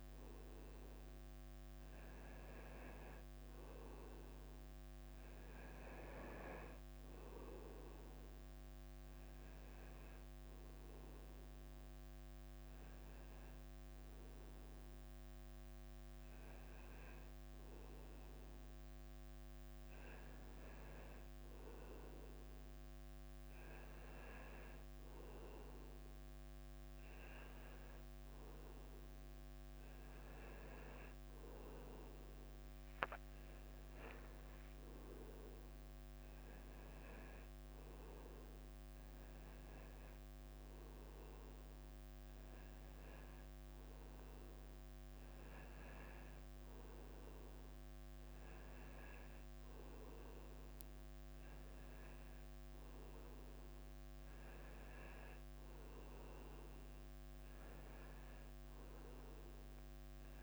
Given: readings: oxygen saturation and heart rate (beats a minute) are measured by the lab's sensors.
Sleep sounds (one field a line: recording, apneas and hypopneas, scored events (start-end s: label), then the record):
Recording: breathing in sleep, hard to hear, by a microphone on the trachea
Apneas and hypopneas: 1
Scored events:
9.50-22.00 s: hypopnea (oxygen 97% before, 93% lowest, heart rate 100 before, 98 extreme, up 1 after)
30.50-35.00 s: arousal
46.00-60.43 s: tachycardia (device-marked, heart rate 99 before, 102 extreme)
From the record:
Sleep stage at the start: N1 (lightest sleep)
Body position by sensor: on the right side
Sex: male